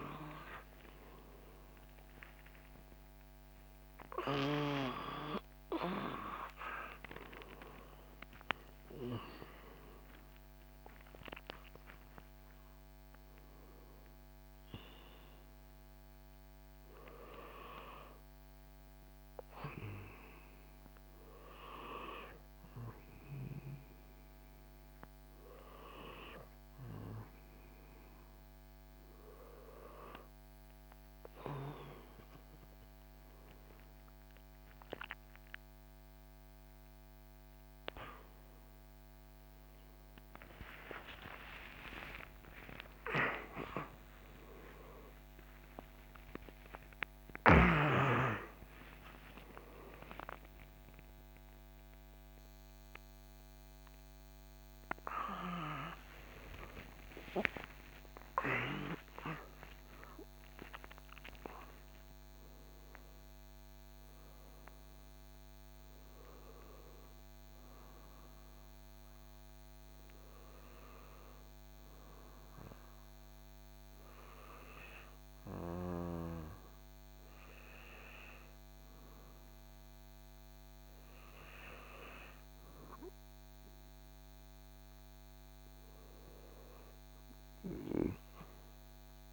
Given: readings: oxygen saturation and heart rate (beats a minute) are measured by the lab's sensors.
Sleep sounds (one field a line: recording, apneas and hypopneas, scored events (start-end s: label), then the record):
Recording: a person awake in a sleep study, by a microphone on the trachea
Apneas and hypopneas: none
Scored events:
70.50-89.33 s: new sleep stage, N1 (lightest sleep)
From the record:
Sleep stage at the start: awake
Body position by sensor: on the back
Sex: male